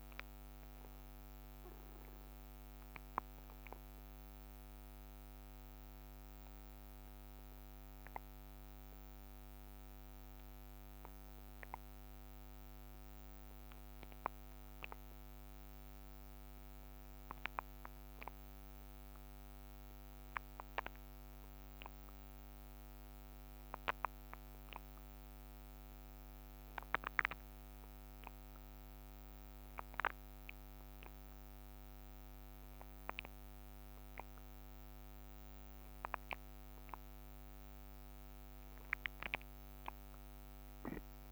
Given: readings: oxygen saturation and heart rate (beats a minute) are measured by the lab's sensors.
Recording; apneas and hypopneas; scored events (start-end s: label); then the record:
a person awake in a sleep study, by a microphone on the trachea; none
19.00-41.32 s: oxygen desaturation (device-marked, oxygen 90% before, 60% lowest, heart rate 46 before, 65 extreme)
30.00-41.32 s: new sleep stage, N1 (lightest sleep)
From the record:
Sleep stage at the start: awake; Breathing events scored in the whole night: 199 in 3.3 hours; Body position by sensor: on the right side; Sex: male